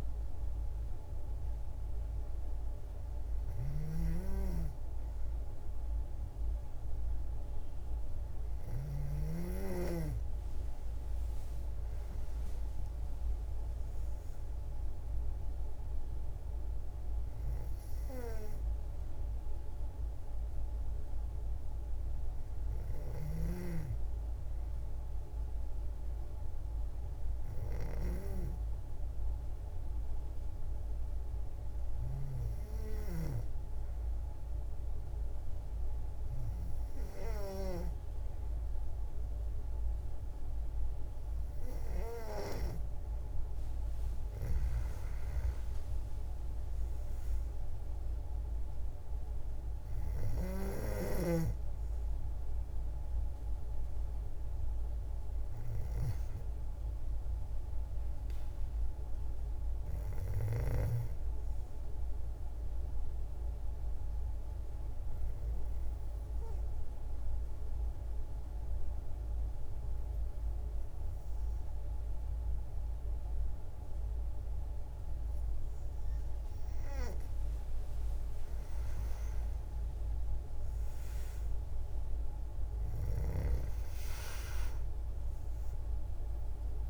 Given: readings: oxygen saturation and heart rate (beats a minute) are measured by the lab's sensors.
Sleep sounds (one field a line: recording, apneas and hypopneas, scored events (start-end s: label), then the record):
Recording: breathing in sleep by a room microphone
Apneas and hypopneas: 2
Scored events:
11.00-15.00 s: arousal
21.00-41.50 s: hypopnea (oxygen 96% before, 90% lowest, heart rate 128 before, 53 extreme, up 10 after)
43.00-70.00 s: oxygen desaturation (device-marked, oxygen 96% before, 92% lowest, heart rate 60 before, 54 extreme)
44.50-48.00 s: arousal
63.50-76.00 s: obstructive apnea (oxygen 96% before, 90% lowest, heart rate 80 before, 54 extreme, up 49 after)
80.00-84.50 s: arousal
83.00-86.90 s: oxygen desaturation (device-marked, oxygen 96% before, 90% lowest, heart rate 63 before, 64 extreme)
From the record:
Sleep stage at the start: N2 (light sleep)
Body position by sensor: on the back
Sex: female